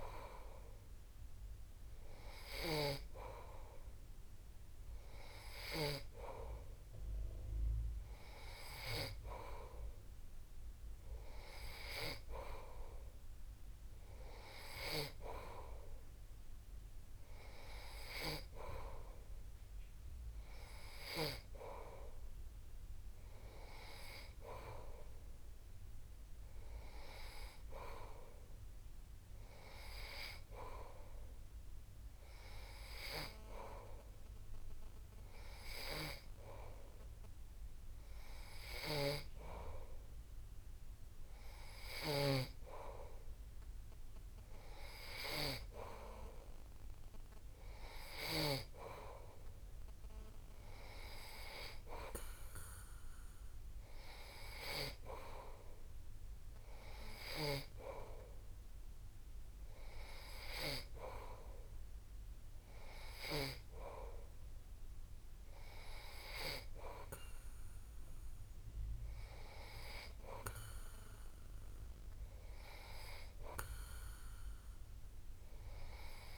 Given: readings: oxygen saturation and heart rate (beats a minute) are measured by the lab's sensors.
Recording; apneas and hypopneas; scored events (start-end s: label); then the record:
breathing in sleep by a room microphone; none
none scored
From the record:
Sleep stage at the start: N3 (deep sleep); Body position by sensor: on the back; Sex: male